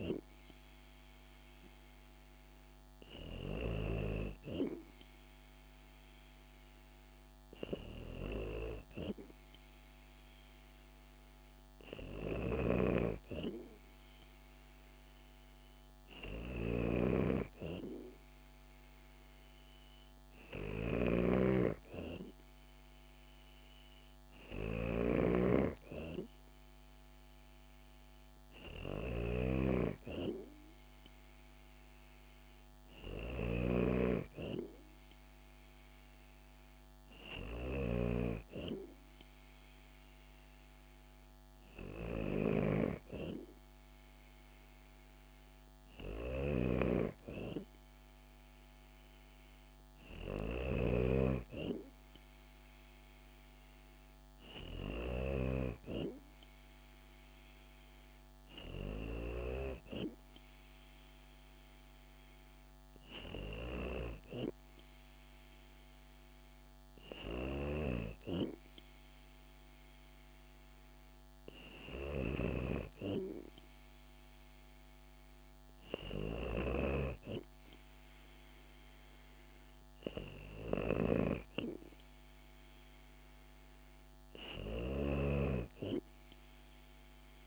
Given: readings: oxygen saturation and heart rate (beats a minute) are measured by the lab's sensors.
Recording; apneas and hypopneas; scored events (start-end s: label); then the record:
breathing in sleep by a microphone on the trachea; none
11.50-55.00 s: snoring (device-marked)
80.00-87.47 s: snoring (device-marked)
From the record:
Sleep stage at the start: N2 (light sleep); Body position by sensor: on the back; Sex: female